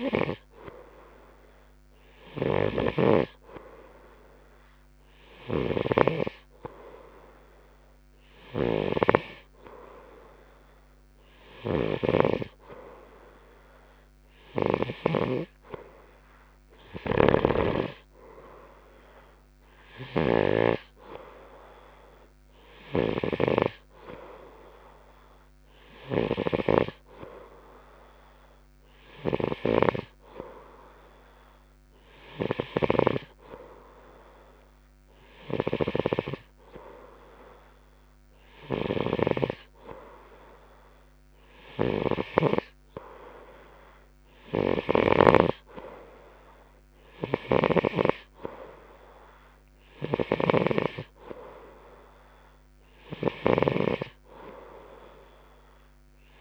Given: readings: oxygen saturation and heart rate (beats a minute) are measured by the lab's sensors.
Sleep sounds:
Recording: breathing in sleep by a microphone on the trachea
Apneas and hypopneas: none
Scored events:
12.00-15.50 s: snoring (device-marked)
17.50-21.00 s: snoring (device-marked)
48.00-54.50 s: snoring (device-marked)
From the record:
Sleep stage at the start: N2 (light sleep)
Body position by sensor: on the right side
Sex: male

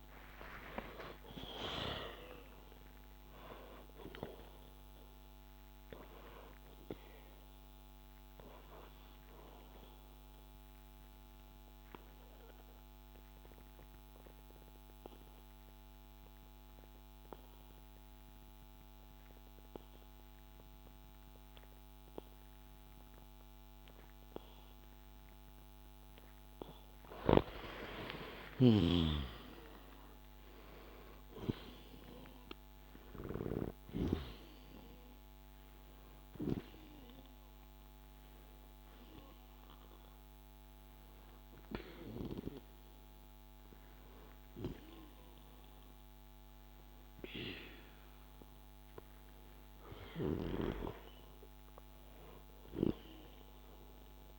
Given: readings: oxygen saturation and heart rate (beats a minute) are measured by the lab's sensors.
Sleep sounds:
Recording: breathing in sleep by a microphone on the trachea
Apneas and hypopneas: 1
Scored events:
6.50-27.00 s: obstructive apnea (oxygen 98% before, 91% lowest, heart rate 65 before, 59 extreme, up 5 after)
7.00-24.00 s: oxygen desaturation (device-marked, oxygen 98% before, 94% lowest, heart rate 65 before, 59 extreme)
28.00-31.50 s: arousal
33.00-54.39 s: oxygen desaturation (device-marked, oxygen 97% before, 91% lowest, heart rate 61 before, 59 extreme)
50.50-53.50 s: arousal
From the record:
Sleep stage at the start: N2 (light sleep)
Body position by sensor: on the back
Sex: male

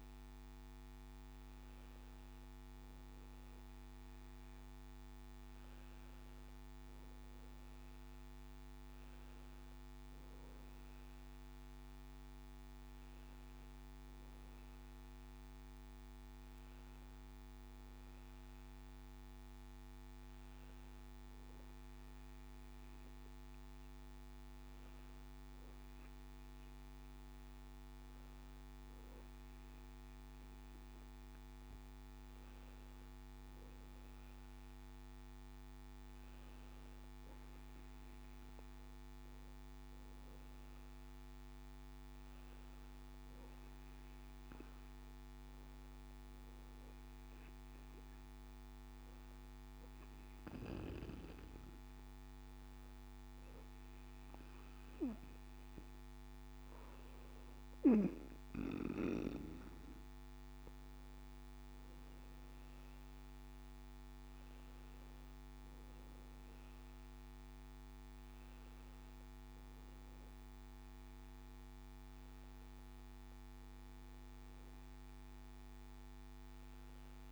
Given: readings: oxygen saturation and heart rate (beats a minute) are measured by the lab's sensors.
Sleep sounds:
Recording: breathing in sleep, hard to hear, by a microphone on the trachea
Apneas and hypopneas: none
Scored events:
none scored
From the record:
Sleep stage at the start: N2 (light sleep)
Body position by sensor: on the back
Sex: male

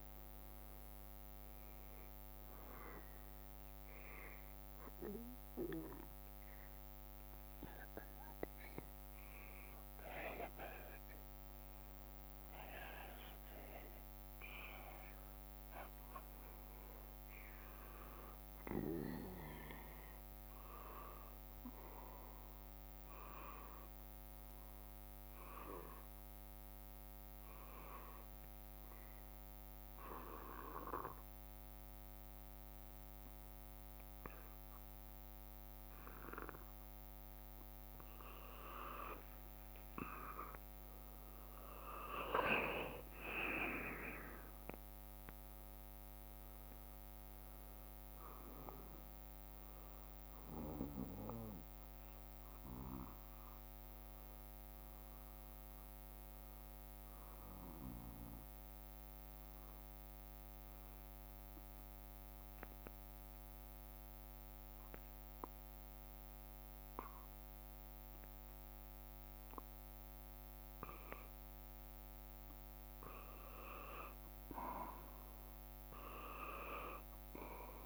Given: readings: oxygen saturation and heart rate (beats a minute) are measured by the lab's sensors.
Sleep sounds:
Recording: breathing in sleep by a microphone on the trachea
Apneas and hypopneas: 2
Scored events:
10.00-77.86 s: new sleep stage, N2 (light sleep)
26.50-37.50 s: obstructive apnea (oxygen 96% before, 90% lowest, heart rate 55 before, 53 extreme, up 4 after)
39.50-44.00 s: arousal
45.00-57.00 s: drop in pulse transit time (device-marked, heart rate 56 before, 54 extreme)
49.00-68.00 s: oxygen desaturation (device-marked, oxygen 95% before, 90% lowest, heart rate 57 before, 53 extreme)
58.50-72.50 s: mixed apnea (oxygen 95% before, 90% lowest, heart rate 57 before, 53 extreme, up 5 after)
76.50-77.86 s: arousal
From the record:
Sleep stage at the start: N1 (lightest sleep)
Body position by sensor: on the back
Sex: male

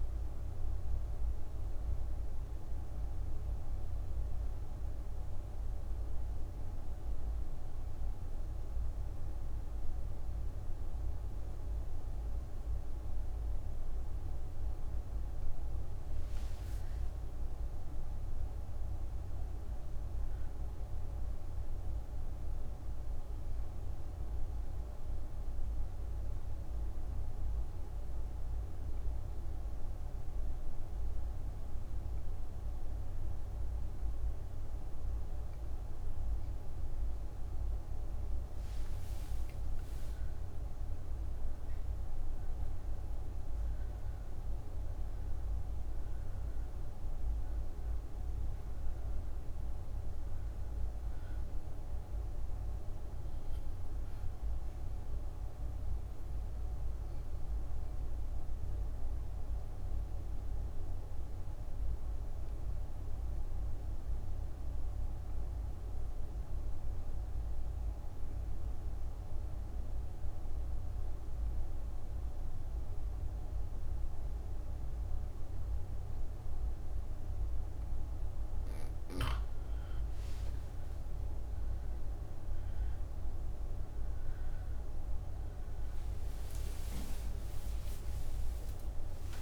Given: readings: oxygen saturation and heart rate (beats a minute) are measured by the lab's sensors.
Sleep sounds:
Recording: breathing in sleep, hard to hear, by a room microphone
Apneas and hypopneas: 3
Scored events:
0.00-20.00 s: oxygen desaturation (device-marked, oxygen 87% lowest, heart rate 55 extreme)
5.50-15.50 s: obstructive apnea (oxygen 97% before, 87% lowest, heart rate 66 before, 58 extreme, up 11 after)
16.00-20.00 s: arousal
23.00-34.50 s: obstructive apnea (oxygen 98% before, 89% lowest, heart rate 61 before, 57 extreme, up 35 after)
36.50-40.50 s: arousal
47.00-65.00 s: oxygen desaturation (device-marked, oxygen 96% before, 89% lowest, heart rate 73 before, 56 extreme)
57.00-78.50 s: obstructive apnea (oxygen 97% before, 85% lowest, heart rate 75 before, 58 extreme, up 14 after)
77.00-89.41 s: new sleep stage, awake
82.00-89.41 s: oxygen desaturation (device-marked, oxygen 97% before, 88% lowest, heart rate 64 before, 39 extreme)
From the record:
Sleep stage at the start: N2 (light sleep)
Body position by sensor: on the back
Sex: female

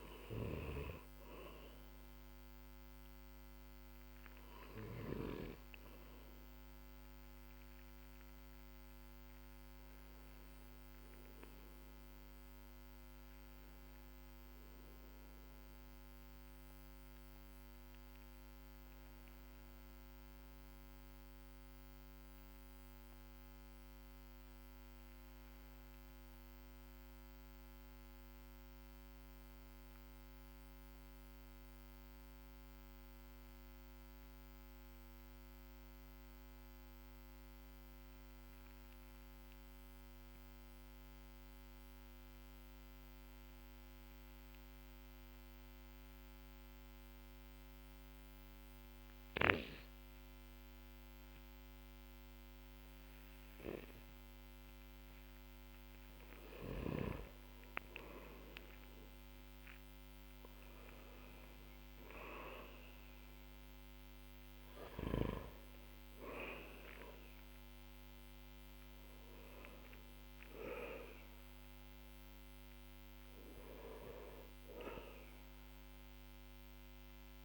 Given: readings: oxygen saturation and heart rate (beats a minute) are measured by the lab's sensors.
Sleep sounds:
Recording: breathing in sleep by a microphone on the trachea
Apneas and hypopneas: 1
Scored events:
0.00-3.50 s: arousal
0.00-26.50 s: oxygen desaturation (device-marked, oxygen 90% lowest, heart rate 44 extreme)
8.50-54.00 s: obstructive apnea (oxygen 96% before, 90% lowest, heart rate 53 before, 46 extreme, up 12 after)
48.50-77.44 s: oxygen desaturation (device-marked, oxygen 98% before, 91% lowest, heart rate 54 before, 46 extreme)
59.00-64.50 s: arousal
From the record:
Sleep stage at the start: N2 (light sleep)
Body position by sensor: on the back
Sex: male

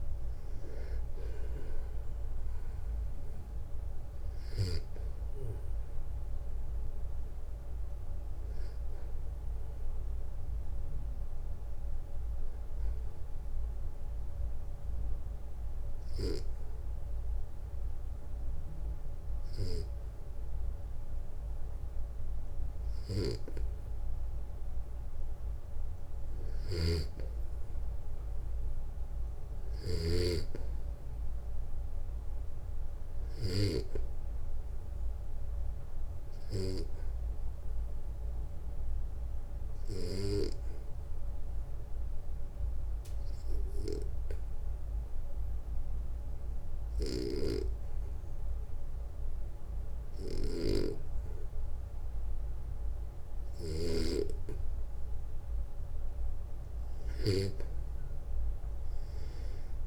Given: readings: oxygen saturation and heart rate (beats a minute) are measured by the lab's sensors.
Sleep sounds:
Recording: breathing in sleep by a room microphone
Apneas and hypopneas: 2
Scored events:
5.00-8.50 s: arousal
10.50-24.00 s: obstructive apnea (oxygen 96% before, 92% lowest, heart rate 64 before, 55 extreme, up 6 after)
14.00-27.00 s: oxygen desaturation (device-marked, oxygen 95% before, 92% lowest, heart rate 63 before, 56 extreme)
26.00-33.00 s: snoring (device-marked)
30.00-34.00 s: arousal
39.00-52.50 s: obstructive apnea (oxygen 98% before, 90% lowest, heart rate 58 before, 57 extreme, up 5 after)
46.00-53.00 s: snoring (device-marked)
47.00-59.87 s: oxygen desaturation (device-marked, oxygen 96% before, 93% lowest, heart rate 59 before, 56 extreme)
From the record:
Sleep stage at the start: N2 (light sleep)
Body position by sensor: on the back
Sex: male

